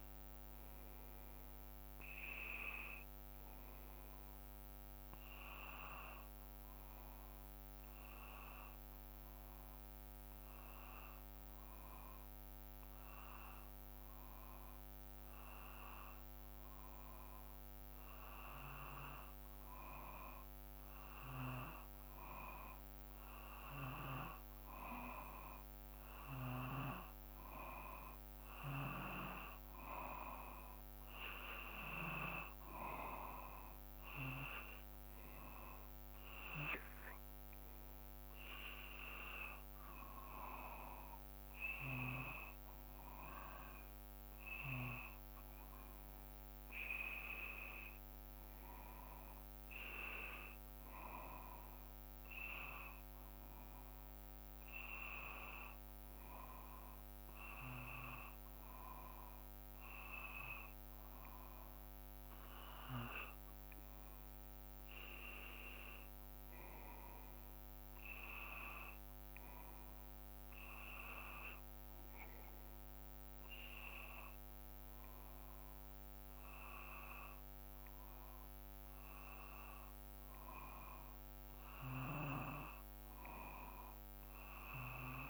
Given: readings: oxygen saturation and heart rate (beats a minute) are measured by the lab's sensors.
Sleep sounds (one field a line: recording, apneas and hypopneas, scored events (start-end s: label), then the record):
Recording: breathing in sleep by a microphone on the trachea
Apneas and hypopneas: 1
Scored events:
8.50-28.00 s: obstructive apnea (oxygen 94% before, 92% lowest, heart rate 59 before, 55 extreme, up 4 after)
31.50-34.50 s: arousal
From the record:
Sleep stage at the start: N2 (light sleep)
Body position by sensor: on the back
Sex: male